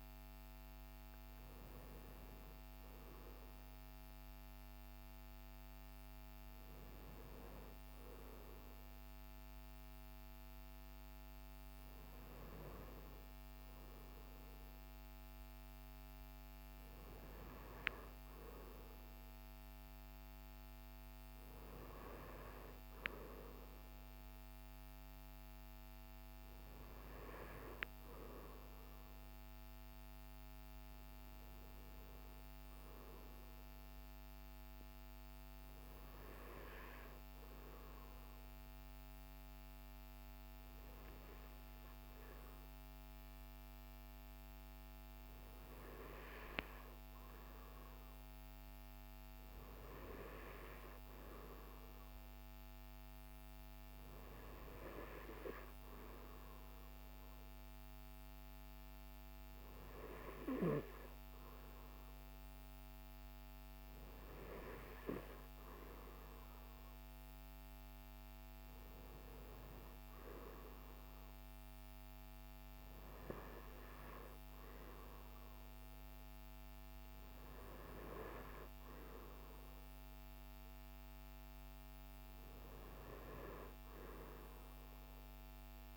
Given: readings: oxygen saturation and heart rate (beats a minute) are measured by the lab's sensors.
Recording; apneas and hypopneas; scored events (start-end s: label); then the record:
a person partly awake in a sleep study, by a microphone on the trachea; none
4.00-85.96 s: new sleep stage, N2 (light sleep)
From the record:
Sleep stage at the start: awake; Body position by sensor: on the right side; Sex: male